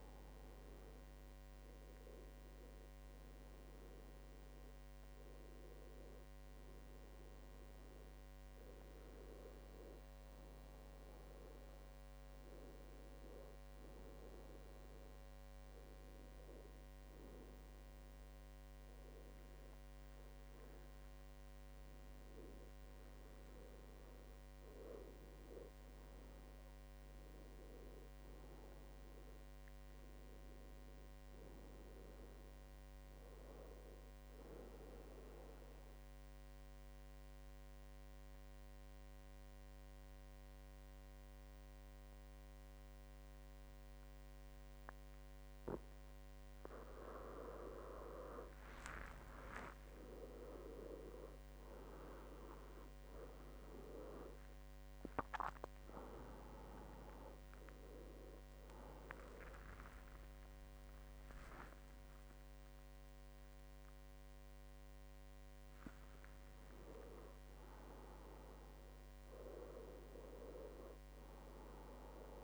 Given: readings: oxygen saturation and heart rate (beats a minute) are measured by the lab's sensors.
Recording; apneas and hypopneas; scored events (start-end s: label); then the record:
a person partly awake in a sleep study, by a microphone on the trachea; 1
0.00-1.50 s: arousal
22.00-26.00 s: arousal
35.50-46.50 s: obstructive apnea (oxygen 97% before, 91% lowest, heart rate 80 before, 68 extreme, up 13 after)
38.50-68.50 s: new sleep stage, awake
51.50-70.50 s: oxygen desaturation (device-marked, oxygen 97% before, 91% lowest, heart rate 75 before, 63 extreme)
59.50-65.50 s: tachycardia (device-marked, heart rate 73 before, 104 extreme)
63.00-65.00 s: long interval between heartbeats (device-marked, heart rate 78 before, 101 extreme)
68.50-72.44 s: new sleep stage, N2 (light sleep)
70.00-72.00 s: long interval between heartbeats (device-marked, heart rate 90 before, 90 extreme)
From the record:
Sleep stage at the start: N2 (light sleep); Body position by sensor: on the back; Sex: male